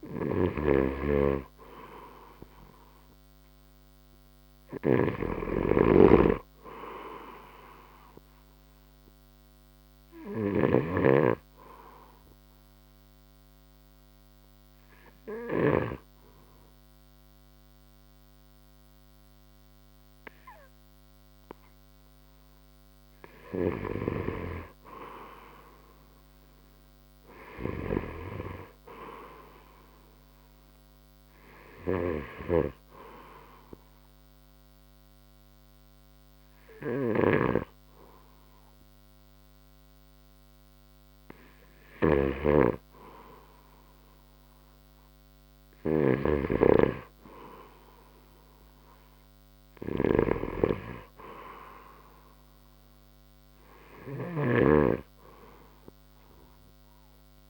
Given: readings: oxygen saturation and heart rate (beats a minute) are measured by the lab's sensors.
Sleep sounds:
breathing in sleep by a microphone on the trachea; 2
0.50-16.00 s: snoring (device-marked)
12.00-23.00 s: hypopnea (oxygen 94% before, 91% lowest, heart rate 70 before, 59 extreme, up 12 after)
26.00-29.50 s: arousal
33.50-43.50 s: hypopnea (oxygen 96% before, 91% lowest, heart rate 67 before, 60 extreme, up 14 after)
33.50-50.50 s: oxygen desaturation (device-marked, oxygen 96% before, 91% lowest, heart rate 67 before, 60 extreme)
42.00-57.50 s: snoring (device-marked)
46.00-51.00 s: arousal
49.50-57.50 s: drop in pulse transit time (device-marked, heart rate 67 before, 68 extreme)
52.50-57.50 s: oxygen desaturation (device-marked, oxygen 96% before, 92% lowest, heart rate 67 before, 64 extreme)
From the record:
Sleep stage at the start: N2 (light sleep); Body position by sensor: on the right side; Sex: male

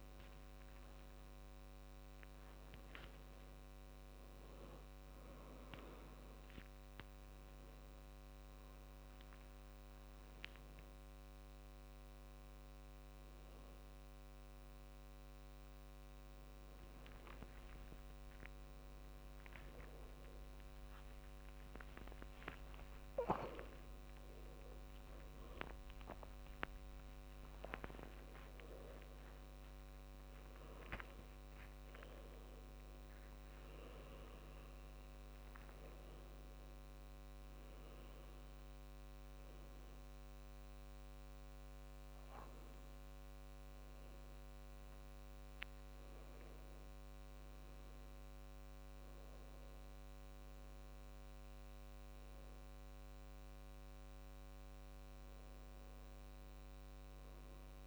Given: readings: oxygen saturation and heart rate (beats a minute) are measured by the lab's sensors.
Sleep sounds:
a person awake in a sleep study, by a microphone on the trachea; none
10.50-40.50 s: new sleep stage, awake
40.50-57.87 s: new sleep stage, N2 (light sleep)
From the record:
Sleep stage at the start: N2 (light sleep); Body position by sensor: on the back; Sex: male

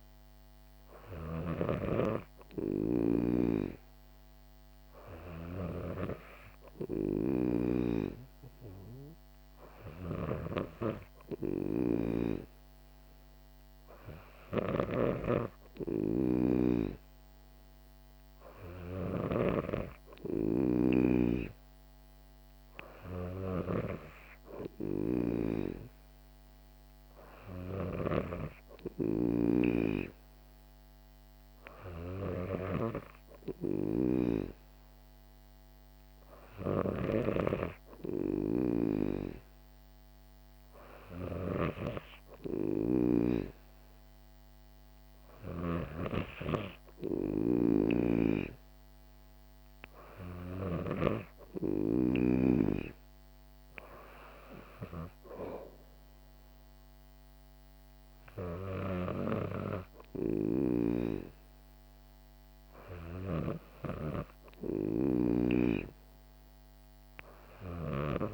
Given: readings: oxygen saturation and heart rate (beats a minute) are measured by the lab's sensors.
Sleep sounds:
breathing in sleep by a microphone on the trachea; none
0.00-1.50 s: snoring (device-marked)
10.00-28.50 s: snoring (device-marked)
37.00-43.50 s: snoring (device-marked)
48.00-52.50 s: snoring (device-marked)
From the record:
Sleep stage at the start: N2 (light sleep); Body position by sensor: on the back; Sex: female

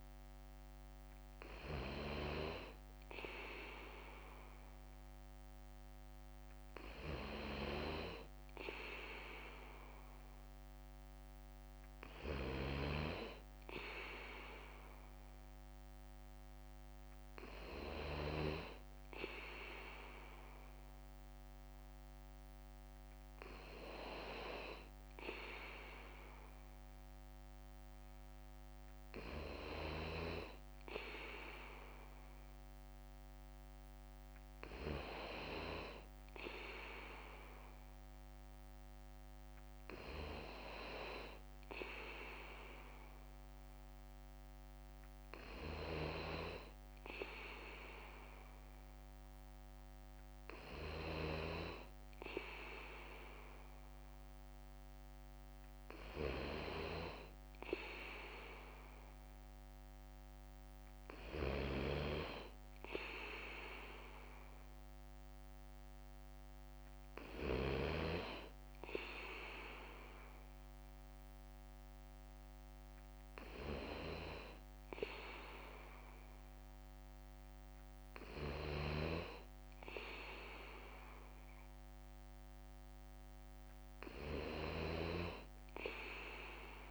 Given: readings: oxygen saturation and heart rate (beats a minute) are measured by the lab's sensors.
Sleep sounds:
breathing in sleep by a microphone on the trachea; none
0.00-86.91 s: bradycardia (device-marked, heart rate 55 extreme)
From the record:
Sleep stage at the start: N2 (light sleep); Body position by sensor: on the back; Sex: male

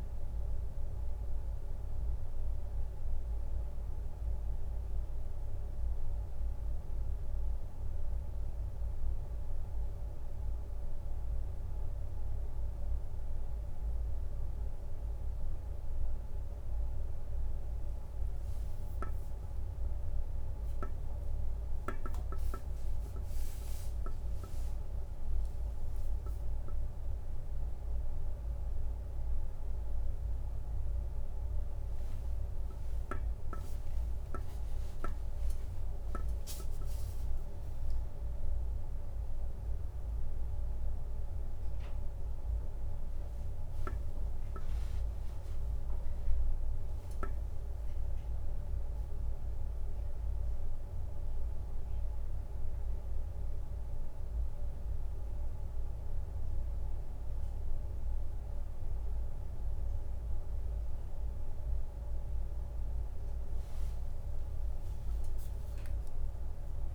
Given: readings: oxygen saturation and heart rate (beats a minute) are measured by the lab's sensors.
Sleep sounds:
a person awake in a sleep study, hard to hear, by a room microphone; none
24.00-27.00 s: leg movement (device-marked)
36.00-37.50 s: leg movement (device-marked)
From the record:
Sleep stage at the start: awake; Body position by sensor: on the right side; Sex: male

